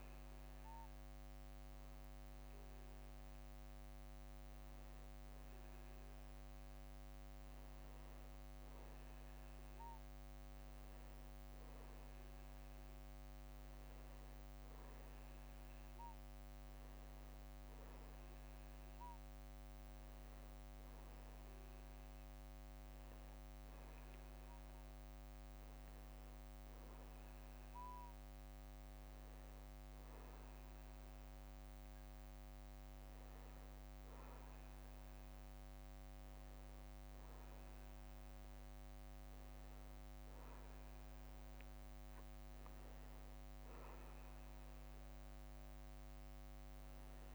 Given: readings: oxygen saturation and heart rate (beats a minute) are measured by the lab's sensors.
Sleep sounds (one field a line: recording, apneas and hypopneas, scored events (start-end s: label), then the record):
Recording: a person awake in a sleep study, hard to hear, by a microphone on the trachea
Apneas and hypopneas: none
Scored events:
3.50-5.50 s: long interval between heartbeats (device-marked, heart rate 71 before, 61 extreme)
6.00-8.00 s: long interval between heartbeats (device-marked, heart rate 71 before, 84 extreme)
22.00-24.00 s: long interval between heartbeats (device-marked, heart rate 66 before, 68 extreme)
31.00-33.00 s: long interval between heartbeats (device-marked, heart rate 65 before, 83 extreme)
33.50-35.50 s: long interval between heartbeats (device-marked, heart rate 67 before, 88 extreme)
42.50-44.50 s: long interval between heartbeats (device-marked, heart rate 74 before, 58 extreme)
44.50-46.50 s: long interval between heartbeats (device-marked, heart rate 74 before, 70 extreme)
From the record:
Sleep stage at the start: awake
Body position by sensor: on the back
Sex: male